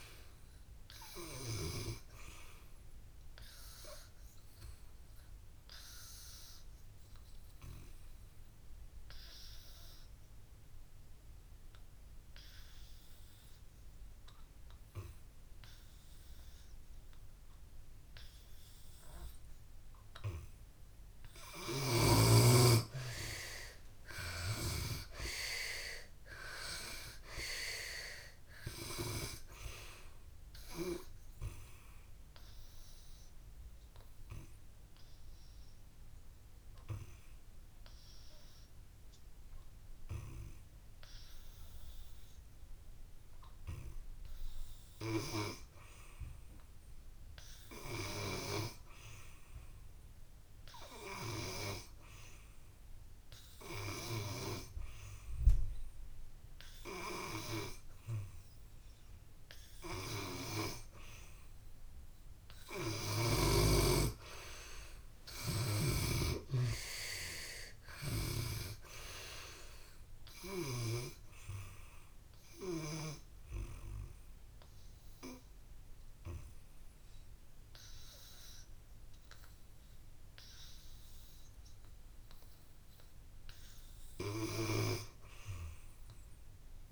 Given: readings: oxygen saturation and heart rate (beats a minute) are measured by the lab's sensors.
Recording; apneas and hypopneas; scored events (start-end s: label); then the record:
breathing in sleep by a room microphone; 3
0.00-1.00 s: oxygen desaturation (device-marked, oxygen 80% lowest)
3.00-20.00 s: oxygen desaturation (device-marked, oxygen 83% before, 78% lowest)
3.50-20.50 s: obstructive apnea (oxygen 95% before, 76% lowest)
21.50-25.50 s: arousal
22.00-51.00 s: oxygen desaturation (device-marked, oxygen 95% before, 76% lowest)
32.00-60.00 s: obstructive apnea (oxygen 95% before, 76% lowest)
58.00-86.92 s: oxygen desaturation (device-marked, oxygen 95% before, 79% lowest)
63.00-67.00 s: arousal
71.50-82.50 s: obstructive apnea (oxygen 95% before, 74% lowest)
From the record:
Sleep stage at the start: N2 (light sleep); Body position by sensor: on the back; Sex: female